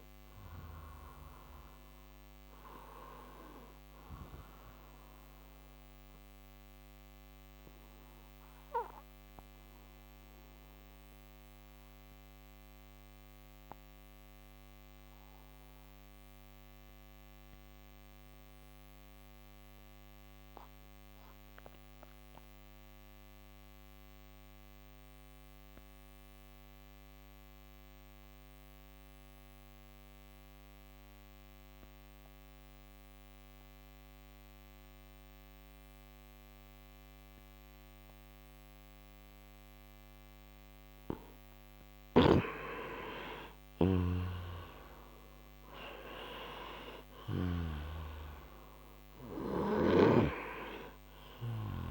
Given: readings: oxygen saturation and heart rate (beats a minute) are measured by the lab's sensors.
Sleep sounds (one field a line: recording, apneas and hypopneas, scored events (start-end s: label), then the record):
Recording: breathing in sleep by a microphone on the trachea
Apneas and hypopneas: 1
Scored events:
0.00-18.50 s: oxygen desaturation (device-marked, oxygen 90% lowest, heart rate 55 extreme)
6.00-41.50 s: obstructive apnea (oxygen 98% before, 88% lowest, heart rate 88 before, 55 extreme, up 22 after)
32.50-51.91 s: oxygen desaturation (device-marked, oxygen 98% before, 88% lowest, heart rate 64 before, 58 extreme)
42.00-48.00 s: snoring (device-marked)
43.50-48.00 s: arousal
From the record:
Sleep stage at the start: N2 (light sleep)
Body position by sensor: on the right side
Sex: male